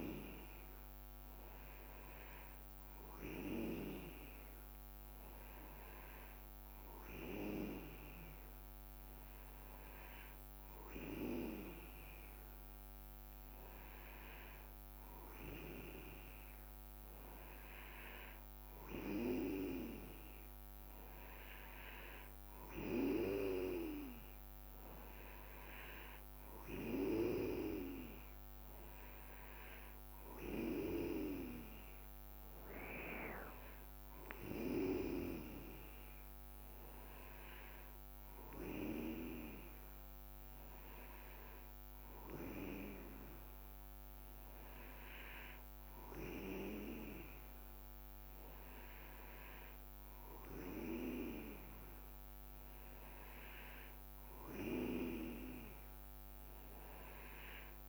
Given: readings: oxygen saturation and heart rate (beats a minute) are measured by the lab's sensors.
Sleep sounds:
breathing in sleep by a microphone on the trachea; none
none scored
From the record:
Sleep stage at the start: N2 (light sleep); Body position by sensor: on the back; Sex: male

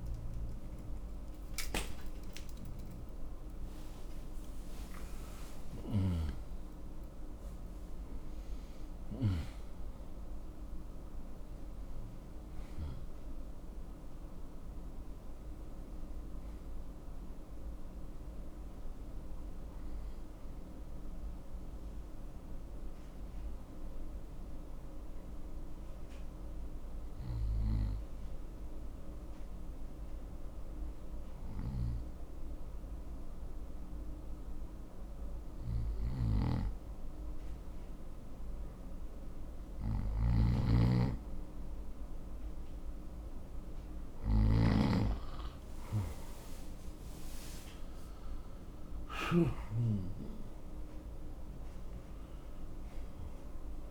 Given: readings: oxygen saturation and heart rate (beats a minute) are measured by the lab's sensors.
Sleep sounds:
breathing in sleep by a room microphone; none
2.50-7.00 s: arousal
40.50-50.50 s: oxygen desaturation (device-marked, oxygen 97% before, 92% lowest, heart rate 63 before, 60 extreme)
45.00-50.50 s: arousal
From the record:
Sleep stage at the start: N2 (light sleep); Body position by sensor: on the right side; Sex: male

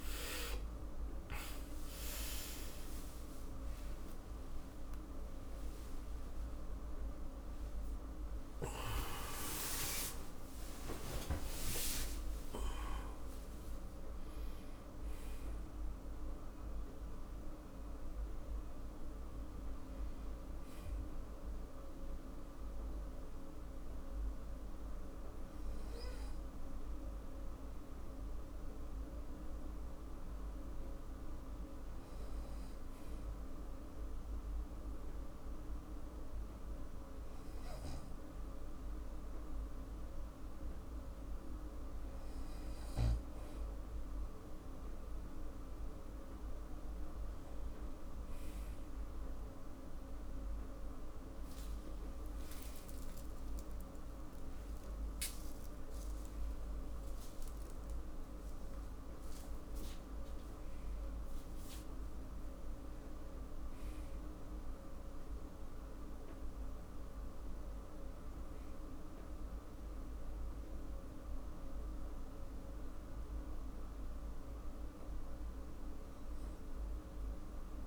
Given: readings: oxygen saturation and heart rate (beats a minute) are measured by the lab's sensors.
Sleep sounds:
breathing in sleep, hard to hear, by a room microphone; none
0.00-41.50 s: oxygen desaturation (device-marked, oxygen 76% lowest, heart rate 46 extreme)
4.00-11.00 s: arousal
5.50-7.50 s: long interval between heartbeats (device-marked, heart rate 53 before, 97 extreme)
12.50-14.50 s: long interval between heartbeats (device-marked, heart rate 78 before, 119 extreme)
18.50-48.50 s: new sleep stage, N1 (lightest sleep)
48.50-77.87 s: new sleep stage, N2 (light sleep)
52.00-54.00 s: long interval between heartbeats (device-marked, heart rate 53 before, 62 extreme)
55.00-57.00 s: long interval between heartbeats (device-marked, heart rate 54 before, 73 extreme)
56.00-62.00 s: arousal
From the record:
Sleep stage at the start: N2 (light sleep); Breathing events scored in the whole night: 329 in 3.8 hours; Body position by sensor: on the back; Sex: male

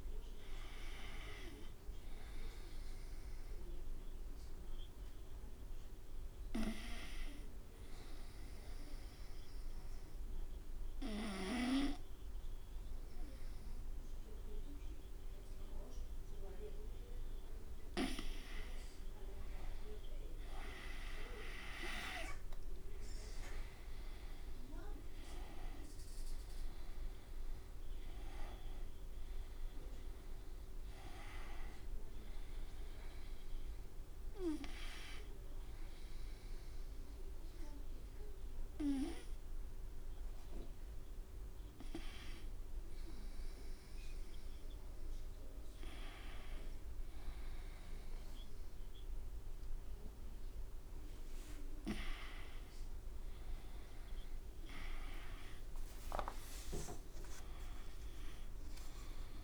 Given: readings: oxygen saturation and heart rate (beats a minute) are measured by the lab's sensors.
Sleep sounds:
breathing in sleep by a room microphone; 1
3.50-7.50 s: arousal
9.50-20.50 s: obstructive apnea (oxygen 96% before, 92% lowest, heart rate 65 before, 63 extreme, up 6 after)
22.00-26.50 s: arousal
24.00-39.00 s: drop in pulse transit time (device-marked, heart rate 65 before, 66 extreme)
27.00-34.00 s: oxygen desaturation (device-marked, oxygen 95% before, 92% lowest, heart rate 65 before, 64 extreme)
44.00-59.44 s: new sleep stage, N1 (lightest sleep)
56.00-58.00 s: long interval between heartbeats (device-marked, heart rate 67 before, 86 extreme)
From the record:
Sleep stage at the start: N2 (light sleep); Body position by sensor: on the back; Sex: male

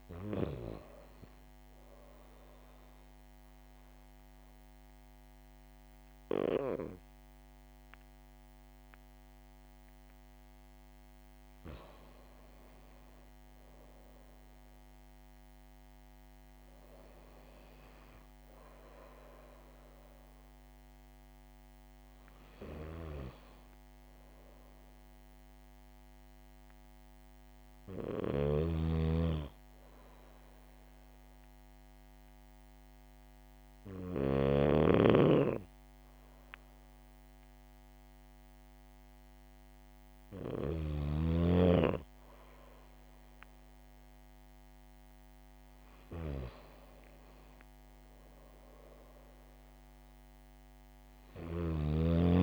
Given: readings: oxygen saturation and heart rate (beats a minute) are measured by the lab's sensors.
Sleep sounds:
breathing in sleep by a microphone on the trachea; none
28.00-34.50 s: snoring (device-marked)
51.00-52.43 s: snoring (device-marked)
From the record:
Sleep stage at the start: N2 (light sleep); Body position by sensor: on the back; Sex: female

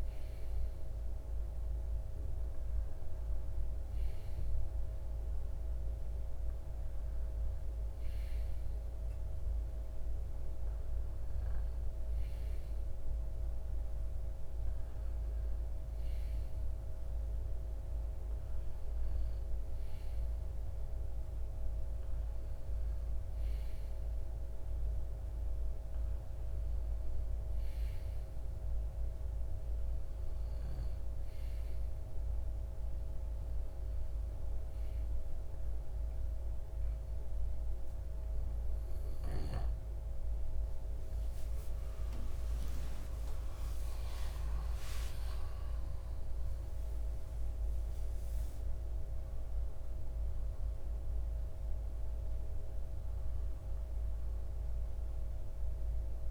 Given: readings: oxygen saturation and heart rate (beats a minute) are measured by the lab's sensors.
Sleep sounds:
breathing in sleep, hard to hear, by a room microphone; none
49.00-56.31 s: new sleep stage, awake
From the record:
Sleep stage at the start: N2 (light sleep); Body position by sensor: on the left side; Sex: male

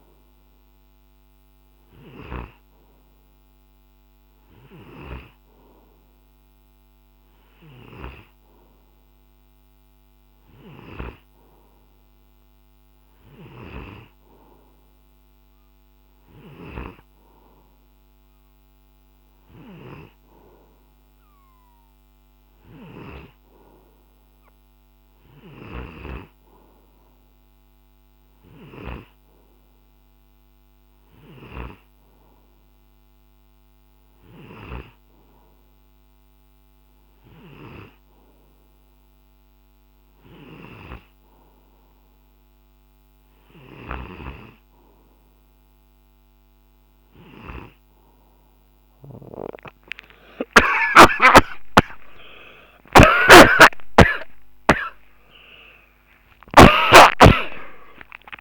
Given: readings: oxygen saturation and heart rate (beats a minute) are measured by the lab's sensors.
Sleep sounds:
breathing in sleep by a microphone on the trachea; none
0.00-5.50 s: snoring (device-marked)
7.50-23.50 s: snoring (device-marked)
25.50-51.00 s: snoring (device-marked)
48.50-58.41 s: new sleep stage, awake
53.00-57.00 s: snoring (device-marked)
53.50-55.50 s: long interval between heartbeats (device-marked, heart rate 67 before, 99 extreme)
From the record:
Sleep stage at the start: N2 (light sleep); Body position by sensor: on the right side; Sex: male

